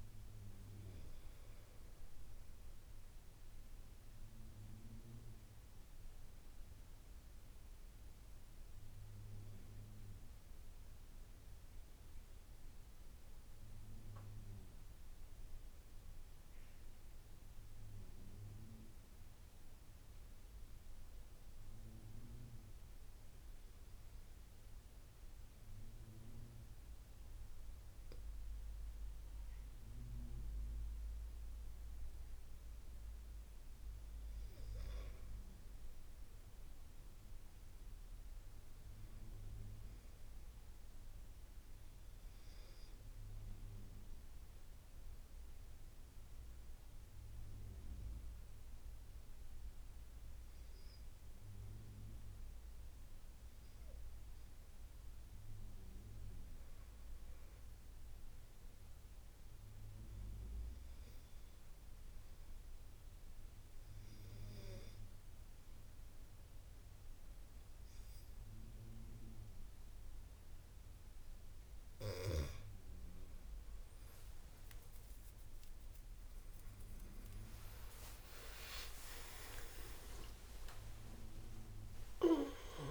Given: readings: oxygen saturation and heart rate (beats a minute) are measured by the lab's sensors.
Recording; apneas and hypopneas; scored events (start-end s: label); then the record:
breathing in sleep by a room microphone; 2
0.00-10.50 s: oxygen desaturation (device-marked, oxygen 90% lowest, heart rate 77 extreme)
1.50-5.50 s: arousal
18.00-29.00 s: obstructive apnea (oxygen 93% before, 89% lowest, heart rate 84 before, 80 extreme, up 4 after)
31.00-35.00 s: arousal
61.50-72.00 s: obstructive apnea (oxygen 93% before, 88% lowest, heart rate 81 before, 81 extreme, up 11 after)
80.50-82.91 s: new sleep stage, awake
From the record:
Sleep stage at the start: N2 (light sleep); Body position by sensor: on the back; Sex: male